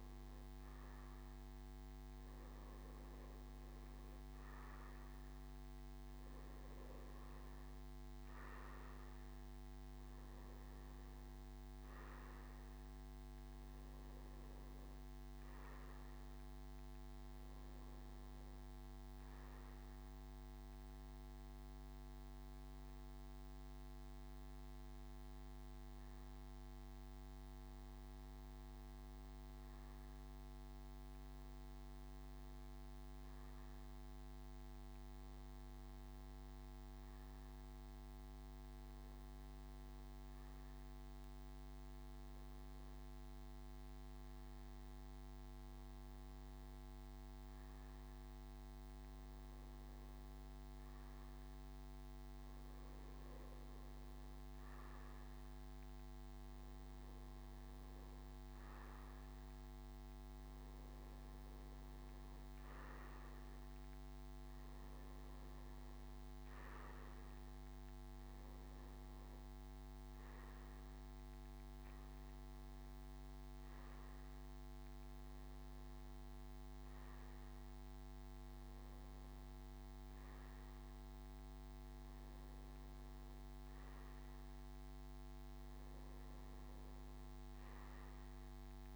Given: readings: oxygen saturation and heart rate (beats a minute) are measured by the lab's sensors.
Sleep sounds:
breathing in sleep, hard to hear, by a microphone on the trachea; none
7.00-23.00 s: oxygen desaturation (device-marked, oxygen 96% before, 93% lowest, heart rate 62 before, 63 extreme)
From the record:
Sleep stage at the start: N3 (deep sleep); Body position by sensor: on the back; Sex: male

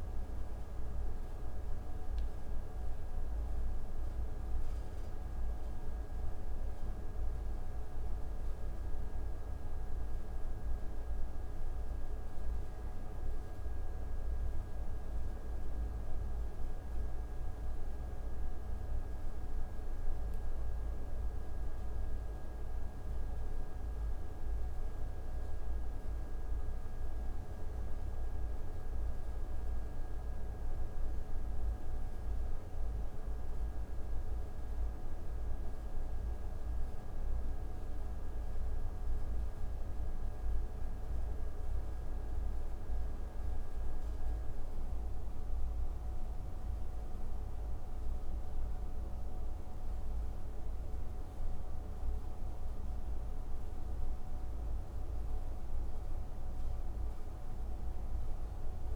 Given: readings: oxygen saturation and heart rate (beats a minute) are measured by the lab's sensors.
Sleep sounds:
breathing in sleep, hard to hear, by a room microphone; none
none scored
From the record:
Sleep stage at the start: N1 (lightest sleep); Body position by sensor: on the right side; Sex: male

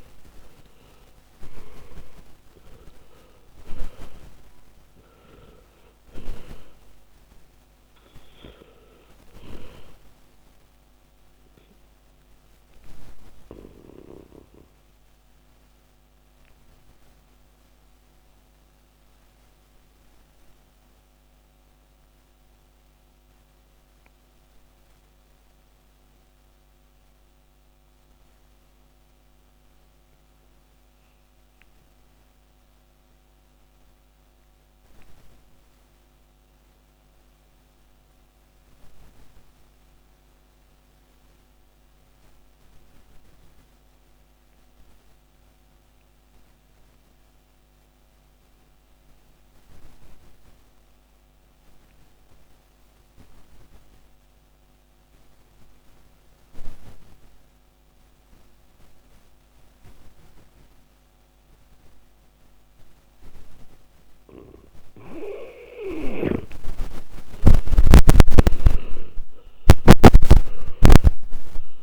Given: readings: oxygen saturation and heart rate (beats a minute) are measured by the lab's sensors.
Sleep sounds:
breathing in sleep by a microphone on the trachea; 1
11.00-65.50 s: obstructive apnea (oxygen 99% before, 78% lowest, heart rate 64 before, 46 extreme, up 24 after)
26.50-44.50 s: oxygen desaturation (device-marked, oxygen 95% before, 80% lowest, heart rate 52 before, 47 extreme)
67.50-71.00 s: arousal
67.50-71.83 s: oxygen desaturation (device-marked, oxygen 98% before, 78% lowest, heart rate 50 before, 48 extreme)
From the record:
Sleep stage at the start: N2 (light sleep); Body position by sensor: on the back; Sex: male

